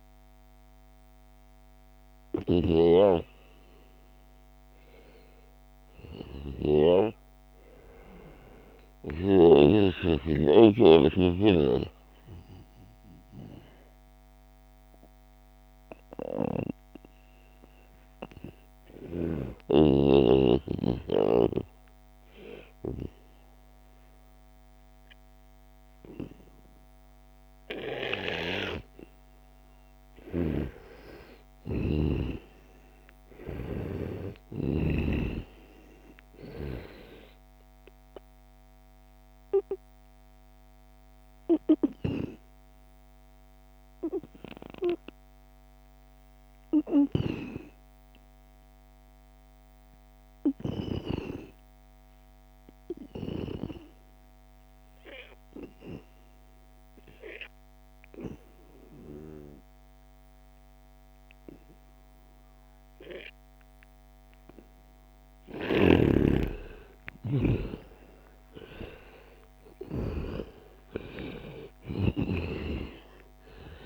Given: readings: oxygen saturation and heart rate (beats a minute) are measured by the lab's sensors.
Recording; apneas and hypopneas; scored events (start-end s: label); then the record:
breathing in sleep by a microphone on the trachea; 2
0.00-2.50 s: oxygen desaturation (device-marked, oxygen 88% lowest, heart rate 68 extreme)
10.00-30.00 s: mixed apnea (oxygen 97% before, 91% lowest, heart rate 82 before, 75 extreme, up 3 after)
29.50-33.50 s: snoring (device-marked)
31.50-35.00 s: arousal
37.50-64.50 s: obstructive apnea (oxygen 97% before, 91% lowest, heart rate 76 before, 72 extreme, up 29 after)
42.50-49.50 s: oxygen desaturation (device-marked, oxygen 95% before, 92% lowest, heart rate 77 before, 72 extreme)
66.50-72.00 s: arousal
68.50-70.50 s: long interval between heartbeats (device-marked, heart rate 76 before, 81 extreme)
71.00-73.00 s: long interval between heartbeats (device-marked, heart rate 76 before, 101 extreme)
From the record:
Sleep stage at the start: N2 (light sleep); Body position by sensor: on the right side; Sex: male